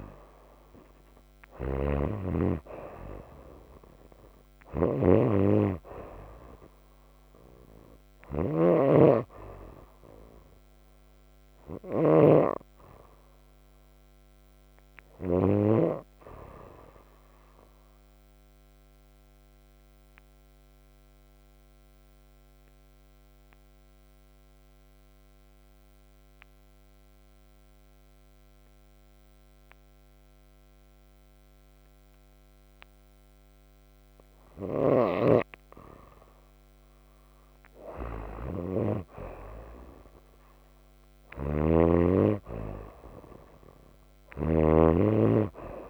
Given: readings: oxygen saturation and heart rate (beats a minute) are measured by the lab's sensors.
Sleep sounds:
breathing in sleep by a microphone on the trachea; 1
0.00-15.50 s: snoring (device-marked)
0.50-35.50 s: oxygen desaturation (device-marked, oxygen 93% before, 84% lowest, heart rate 63 before, 49 extreme)
16.50-34.50 s: obstructive apnea (oxygen 93% before, 84% lowest, heart rate 59 before, 54 extreme, up 7 after)
41.00-45.90 s: snoring (device-marked)
From the record:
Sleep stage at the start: N2 (light sleep); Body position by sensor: on the right side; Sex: female

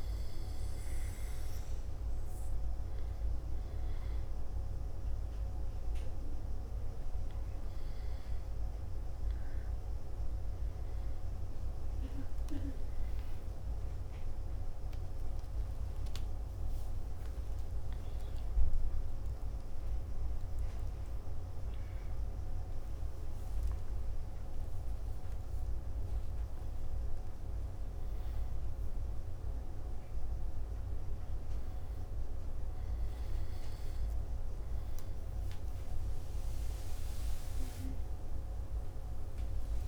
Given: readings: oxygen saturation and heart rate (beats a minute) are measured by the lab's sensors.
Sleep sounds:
a person partly awake in a sleep study, hard to hear, by a room microphone; none
9.00-31.00 s: oxygen desaturation (device-marked, oxygen 96% before, 91% lowest, heart rate 58 before, 62 extreme)
22.00-39.88 s: new sleep stage, awake
From the record:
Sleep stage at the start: N1 (lightest sleep); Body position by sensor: on the back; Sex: male

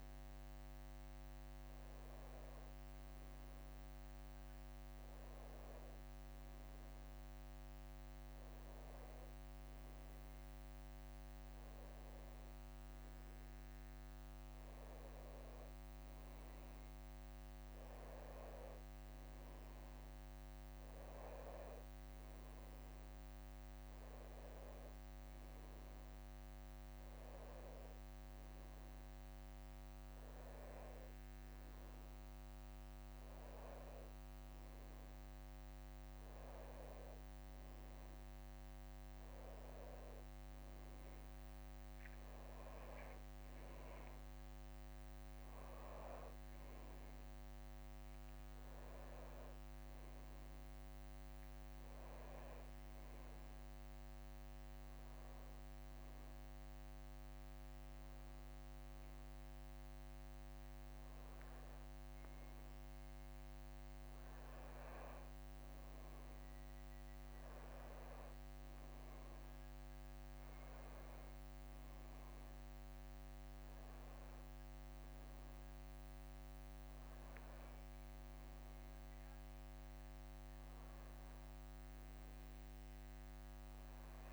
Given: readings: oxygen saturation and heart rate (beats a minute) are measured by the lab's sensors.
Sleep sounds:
breathing in sleep, hard to hear, by a microphone on the trachea; none
42.50-44.50 s: long interval between heartbeats (device-marked, heart rate 63 before, 70 extreme)
45.00-49.50 s: arousal
51.50-53.50 s: long interval between heartbeats (device-marked, heart rate 66 before, 72 extreme)
From the record:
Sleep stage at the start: N2 (light sleep); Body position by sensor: on the back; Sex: male

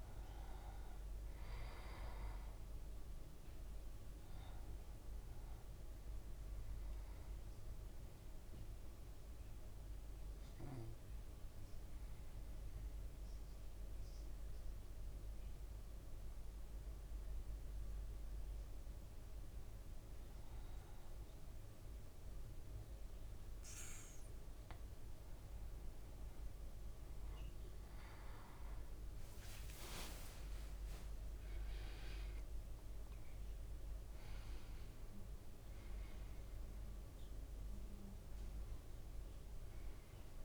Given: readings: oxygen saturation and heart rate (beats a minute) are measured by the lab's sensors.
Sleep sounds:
breathing in sleep, hard to hear, by a room microphone; 1
6.50-20.00 s: obstructive apnea (oxygen 98% before, 95% lowest, heart rate 55 before, 53 extreme, up 2 after)
29.00-32.00 s: leg movement (device-marked)
29.50-35.50 s: arousal
From the record:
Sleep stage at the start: N2 (light sleep); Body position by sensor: on the back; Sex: male

